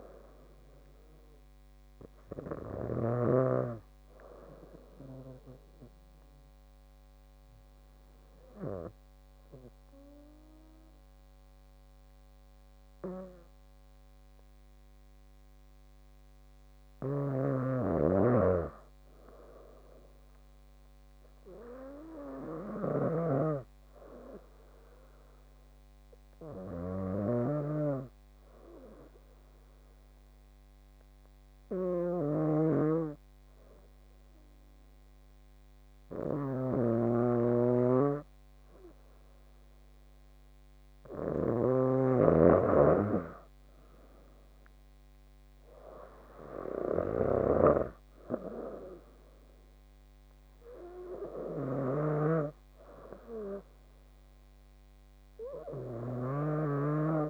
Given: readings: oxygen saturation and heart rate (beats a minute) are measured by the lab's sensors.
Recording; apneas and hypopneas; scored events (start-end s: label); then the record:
breathing in sleep by a microphone on the trachea; 2
5.50-17.50 s: obstructive apnea (oxygen 97% before, 94% lowest)
19.50-23.50 s: arousal
24.00-37.00 s: oxygen desaturation (device-marked, oxygen 97% before, 94% lowest)
28.50-41.00 s: hypopnea (oxygen 97% before, 94% lowest)
44.00-48.00 s: arousal
From the record:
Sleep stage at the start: N2 (light sleep); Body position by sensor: on the back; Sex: female